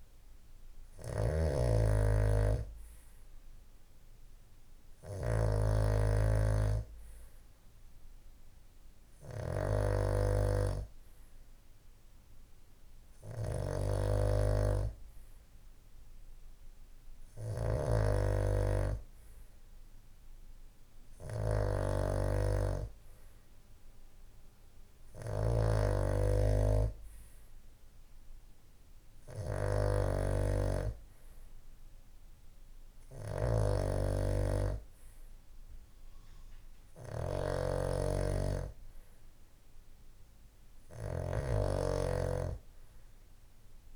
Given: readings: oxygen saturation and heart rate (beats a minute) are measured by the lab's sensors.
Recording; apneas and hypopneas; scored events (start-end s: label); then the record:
breathing in sleep by a room microphone; none
0.00-43.96 s: snoring (device-marked)
From the record:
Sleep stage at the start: N2 (light sleep); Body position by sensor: on the back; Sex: male